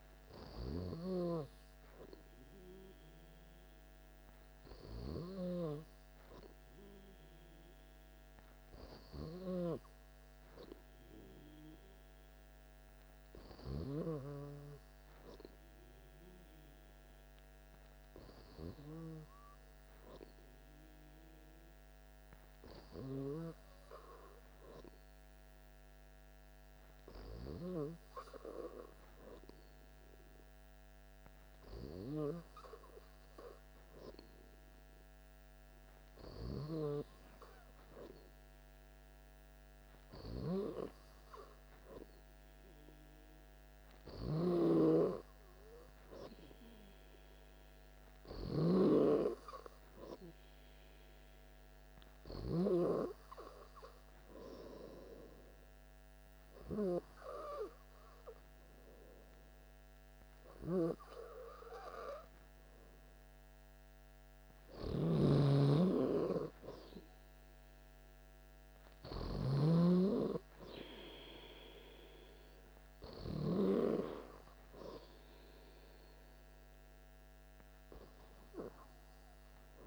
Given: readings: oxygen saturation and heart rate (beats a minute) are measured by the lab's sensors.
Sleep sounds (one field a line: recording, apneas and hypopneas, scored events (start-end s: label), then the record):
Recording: breathing in sleep by a microphone on the trachea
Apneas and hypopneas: none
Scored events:
none scored
From the record:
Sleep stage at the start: N2 (light sleep)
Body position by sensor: on the back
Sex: male